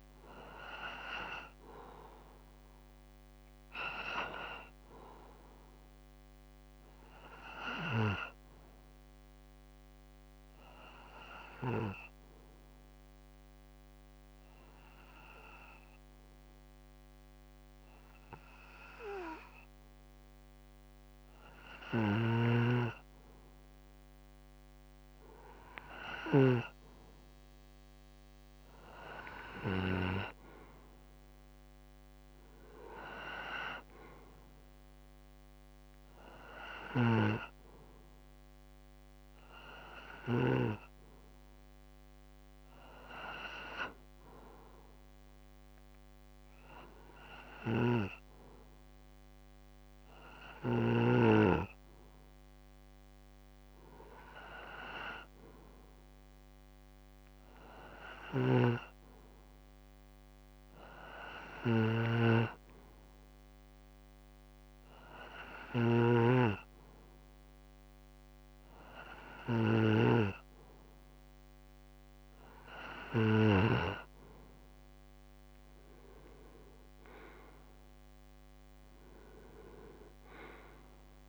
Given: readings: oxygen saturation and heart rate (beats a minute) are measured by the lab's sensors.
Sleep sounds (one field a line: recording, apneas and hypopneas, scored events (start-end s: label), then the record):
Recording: breathing in sleep by a microphone on the trachea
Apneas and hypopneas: 2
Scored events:
0.00-13.50 s: oxygen desaturation (device-marked, oxygen 89% lowest, heart rate 64 extreme)
10.00-21.50 s: obstructive apnea (oxygen 97% before, 89% lowest, heart rate 69 before, 64 extreme, up 2 after)
23.50-26.00 s: arousal
29.50-53.50 s: oxygen desaturation (device-marked, oxygen 95% before, 90% lowest, heart rate 65 before, 64 extreme)
54.00-57.00 s: arousal
58.00-73.50 s: snoring (device-marked)
60.00-73.00 s: hypopnea (oxygen 94% before, 91% lowest, heart rate 65 before, 64 extreme, up 3 after)
76.00-79.50 s: arousal
From the record:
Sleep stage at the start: N2 (light sleep)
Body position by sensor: on the back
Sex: male